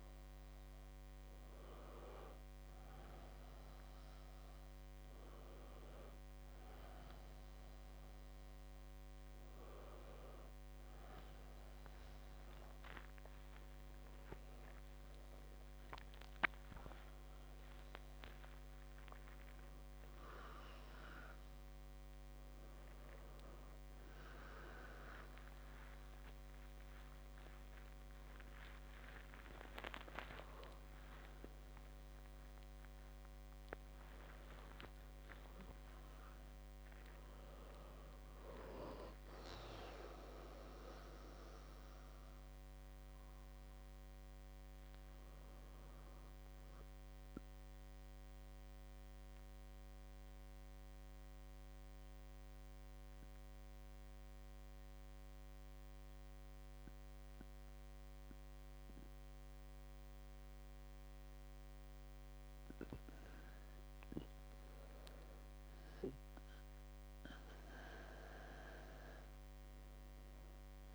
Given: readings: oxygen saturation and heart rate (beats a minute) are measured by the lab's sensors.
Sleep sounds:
breathing in sleep by a microphone on the trachea; 1
25.00-70.94 s: new sleep stage, N2 (light sleep)
25.50-30.50 s: arousal
49.00-64.50 s: mixed apnea (oxygen 97% before, 96% lowest, heart rate 67 before, 65 extreme, up 4 after)
67.00-70.00 s: arousal
From the record:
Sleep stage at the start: REM sleep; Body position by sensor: on the back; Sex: male

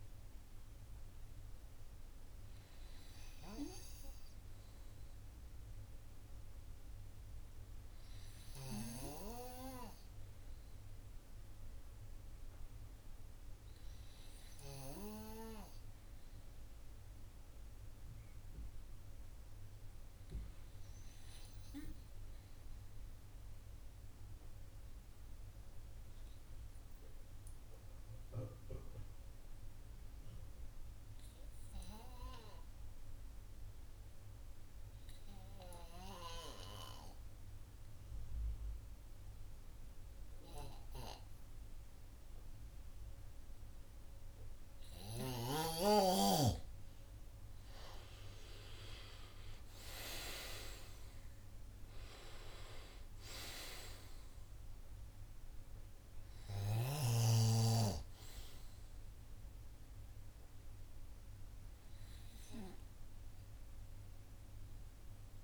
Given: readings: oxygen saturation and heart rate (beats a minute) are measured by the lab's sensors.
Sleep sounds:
breathing in sleep by a room microphone; 1
23.50-45.50 s: obstructive apnea (oxygen 98% before, 92% lowest, heart rate 59 before, 57 extreme, up 37 after)
45.50-65.44 s: oxygen desaturation (device-marked, oxygen 97% before, 92% lowest, heart rate 78 before, 53 extreme)
50.00-53.50 s: arousal
From the record:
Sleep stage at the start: N2 (light sleep); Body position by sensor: on the right side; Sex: male

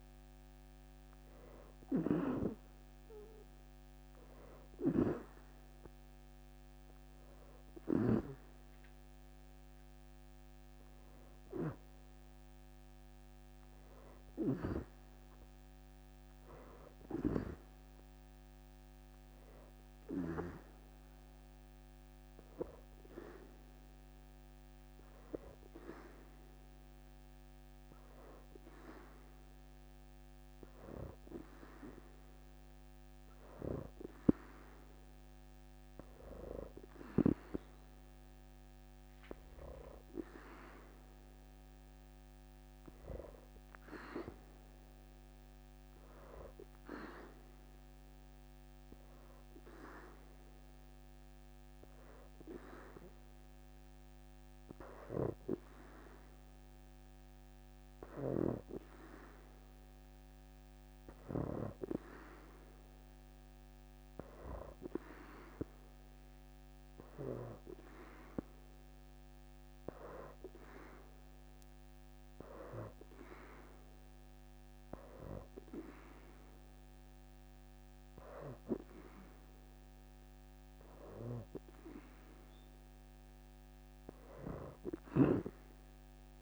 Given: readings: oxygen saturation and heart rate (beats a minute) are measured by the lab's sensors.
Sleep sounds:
breathing in sleep by a microphone on the trachea; 3
0.00-2.00 s: leg movement (device-marked)
2.50-14.50 s: oxygen desaturation (device-marked, oxygen 87% before, 82% lowest, heart rate 81 before, 69 extreme)
15.00-19.00 s: leg movement (device-marked)
23.00-34.00 s: hypopnea (oxygen 93% before, 86% lowest, heart rate 73 before, 79 extreme, up 3 after)
35.50-39.00 s: arousal
37.50-54.50 s: oxygen desaturation (device-marked, oxygen 91% before, 88% lowest, heart rate 81 before, 78 extreme)
48.00-59.50 s: hypopnea (oxygen 92% before, 86% lowest, heart rate 81 before, 78 extreme, up 1 after)
61.00-64.00 s: arousal
62.00-64.50 s: leg movement (device-marked)
64.50-80.50 s: oxygen desaturation (device-marked, oxygen 91% before, 86% lowest, heart rate 80 before, 79 extreme)
67.50-81.00 s: hypopnea (oxygen 91% before, 86% lowest, heart rate 80 before, 79 extreme, up 5 after)
82.00-83.50 s: leg movement (device-marked)
84.50-86.42 s: snoring (device-marked)
85.00-86.42 s: arousal
85.00-86.42 s: leg movement (device-marked)
From the record:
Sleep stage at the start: N2 (light sleep); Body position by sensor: on the back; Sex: female

